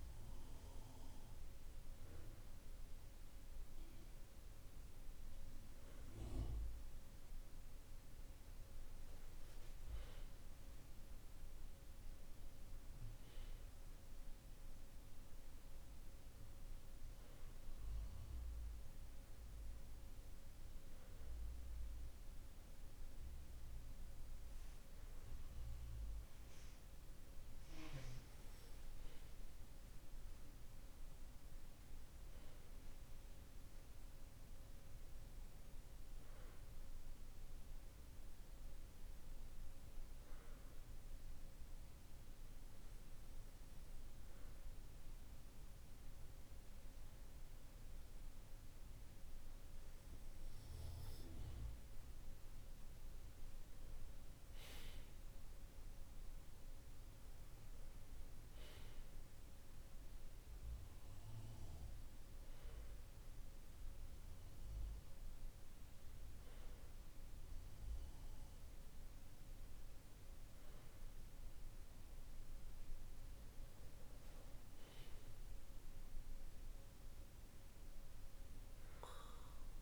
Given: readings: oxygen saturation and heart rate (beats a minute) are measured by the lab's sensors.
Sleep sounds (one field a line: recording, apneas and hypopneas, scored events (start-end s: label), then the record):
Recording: breathing in sleep, hard to hear, by a room microphone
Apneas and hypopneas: none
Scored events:
none scored
From the record:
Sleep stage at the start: N2 (light sleep)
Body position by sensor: on the back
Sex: male